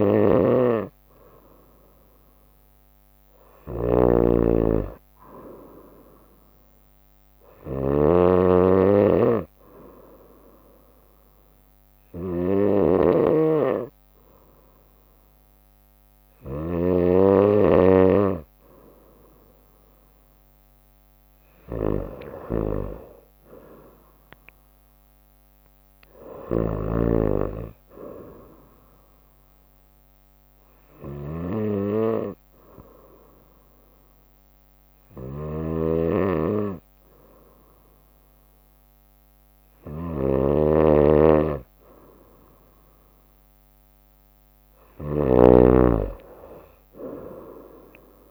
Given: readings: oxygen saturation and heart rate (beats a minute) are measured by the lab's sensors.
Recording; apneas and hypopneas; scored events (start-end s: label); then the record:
breathing in sleep by a microphone on the trachea; 2
0.00-48.31 s: snoring (device-marked)
8.50-19.50 s: obstructive apnea (oxygen 95% before, 93% lowest, heart rate 64 before, 64 extreme, up 2 after)
21.50-24.50 s: arousal
31.00-43.00 s: obstructive apnea (oxygen 94% before, 93% lowest, heart rate 65 before, 63 extreme, up 3 after)
From the record:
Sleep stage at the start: N2 (light sleep); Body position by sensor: on the right side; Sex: female